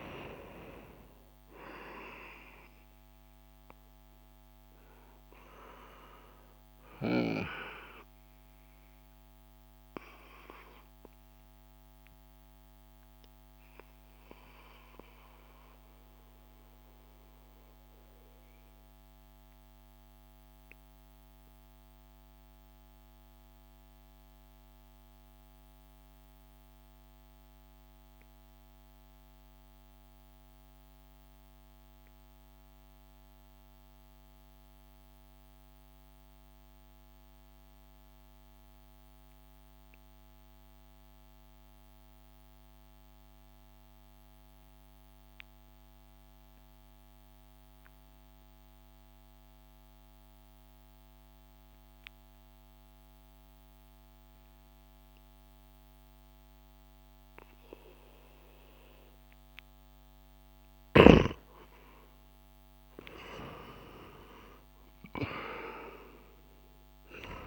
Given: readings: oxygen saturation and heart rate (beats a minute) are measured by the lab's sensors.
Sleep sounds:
breathing in sleep by a microphone on the trachea; 1
0.00-2.50 s: oxygen desaturation (device-marked, oxygen 91% lowest)
8.50-60.00 s: mixed apnea (oxygen 94% before, 87% lowest)
9.50-20.50 s: oxygen desaturation (device-marked, oxygen 91% before, 88% lowest)
44.50-67.47 s: oxygen desaturation (device-marked, oxygen 98% before, 87% lowest)
62.00-66.50 s: arousal
From the record:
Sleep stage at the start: N2 (light sleep); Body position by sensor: on the back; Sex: male

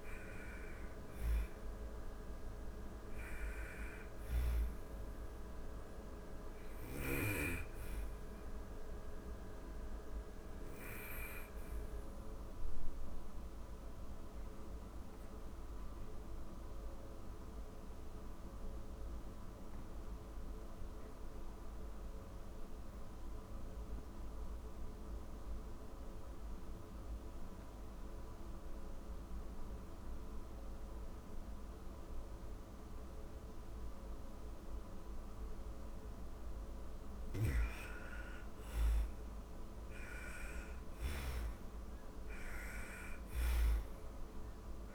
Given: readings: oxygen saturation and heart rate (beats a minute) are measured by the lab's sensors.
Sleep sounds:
breathing in sleep by a room microphone; 1
0.00-2.50 s: arousal
8.50-32.50 s: obstructive apnea (oxygen 99% before, 88% lowest)
34.00-44.95 s: oxygen desaturation (device-marked, oxygen 98% before, 88% lowest)
35.50-39.50 s: arousal
35.50-40.00 s: snoring (device-marked)
From the record:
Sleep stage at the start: N2 (light sleep); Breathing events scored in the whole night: 396 in 5.8 hours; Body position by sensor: on the back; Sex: female

